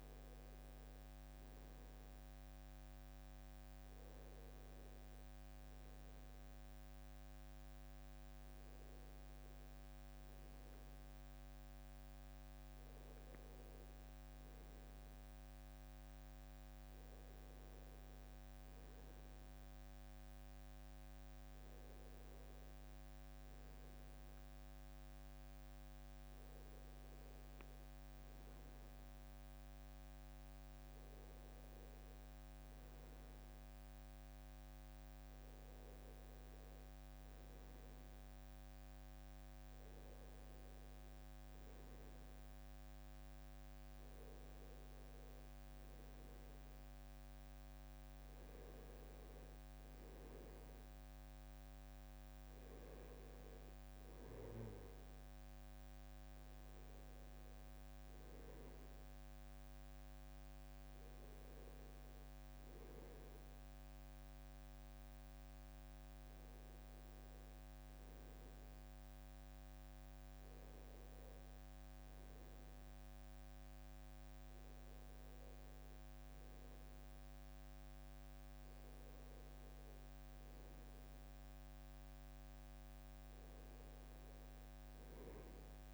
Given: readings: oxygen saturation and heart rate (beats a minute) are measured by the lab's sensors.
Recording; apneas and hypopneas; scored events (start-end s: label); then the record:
a person partly awake in a sleep study, hard to hear, by a microphone on the trachea; none
33.50-63.50 s: new sleep stage, N1 (lightest sleep)
63.50-85.94 s: new sleep stage, N2 (light sleep)
73.00-78.00 s: arousal
From the record:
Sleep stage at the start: awake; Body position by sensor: on the back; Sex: male